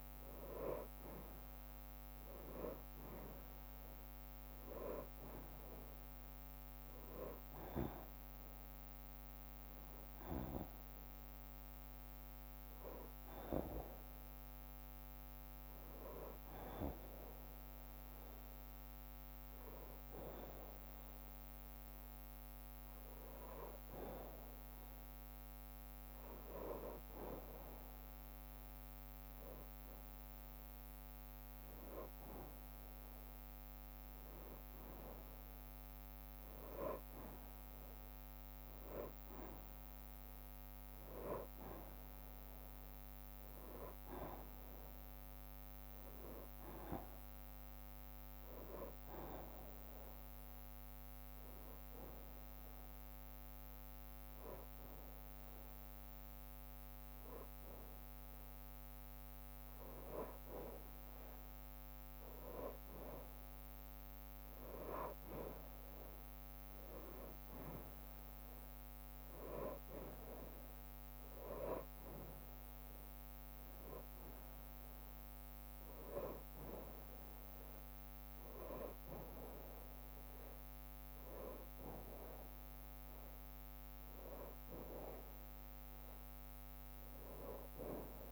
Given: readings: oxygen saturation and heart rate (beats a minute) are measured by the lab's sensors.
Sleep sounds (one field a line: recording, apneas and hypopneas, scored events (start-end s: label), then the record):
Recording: breathing in sleep by a microphone on the trachea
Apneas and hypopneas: 2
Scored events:
0.00-2.00 s: arousal
4.50-20.50 s: oxygen desaturation (device-marked, oxygen 97% before, 94% lowest, heart rate 61 before, 57 extreme)
5.50-17.50 s: bradycardia (device-marked, heart rate 62 before, 57 extreme)
16.00-26.50 s: hypopnea (oxygen 98% before, 94% lowest, heart rate 60 before, 53 extreme, up 9 after)
22.50-38.50 s: drop in pulse transit time (device-marked, heart rate 61 before, 63 extreme)
28.00-32.00 s: arousal
41.50-50.50 s: bradycardia (device-marked, heart rate 62 before, 53 extreme)
50.00-61.00 s: hypopnea (oxygen 97% before, 94% lowest, heart rate 63 before, 57 extreme, up 4 after)
52.50-61.50 s: drop in pulse transit time (device-marked, heart rate 62 before, 59 extreme)
63.50-68.50 s: bradycardia (device-marked, heart rate 62 before, 57 extreme)
65.00-70.00 s: arousal
83.50-88.32 s: bradycardia (device-marked, heart rate 62 before, 51 extreme)
From the record:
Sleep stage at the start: N2 (light sleep)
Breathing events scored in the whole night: 305 in 3.8 hours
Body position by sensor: on the back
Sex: male